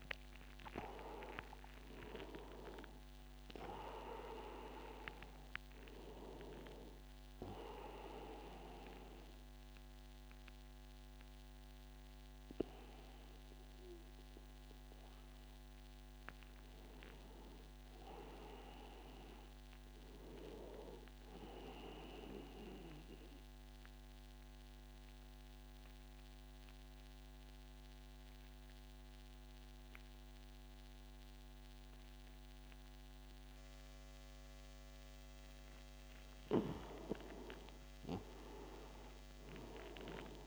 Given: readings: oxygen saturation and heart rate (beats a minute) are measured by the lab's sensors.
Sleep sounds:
breathing in sleep by a microphone on the trachea; 1
0.00-21.00 s: oxygen desaturation (device-marked, oxygen 87% lowest, heart rate 79 extreme)
16.50-20.00 s: arousal
23.00-36.00 s: obstructive apnea (oxygen 100% before, 91% lowest, heart rate 89 before, 79 extreme, up 12 after)
37.50-40.47 s: arousal
38.00-40.47 s: oxygen desaturation (device-marked, oxygen 99% before, 91% lowest, heart rate 85 before, 83 extreme)
From the record:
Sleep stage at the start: N2 (light sleep); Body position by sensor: on the right side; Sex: male

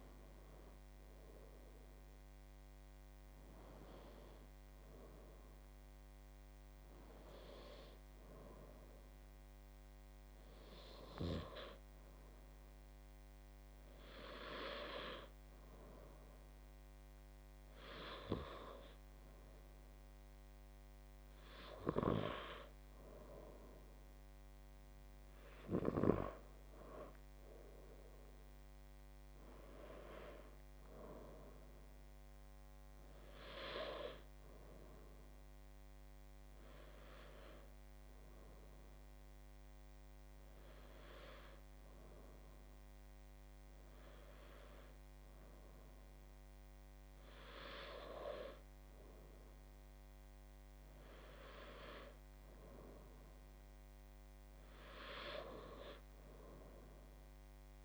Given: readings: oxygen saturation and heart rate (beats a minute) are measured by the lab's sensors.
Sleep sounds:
breathing in sleep by a microphone on the trachea; 1
0.00-1.00 s: arousal
5.50-22.00 s: obstructive apnea (oxygen 97% before, 95% lowest, heart rate 73 before, 70 extreme, up 10 after)
28.00-31.50 s: arousal
From the record:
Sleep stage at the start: N2 (light sleep); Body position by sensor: on the left side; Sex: male

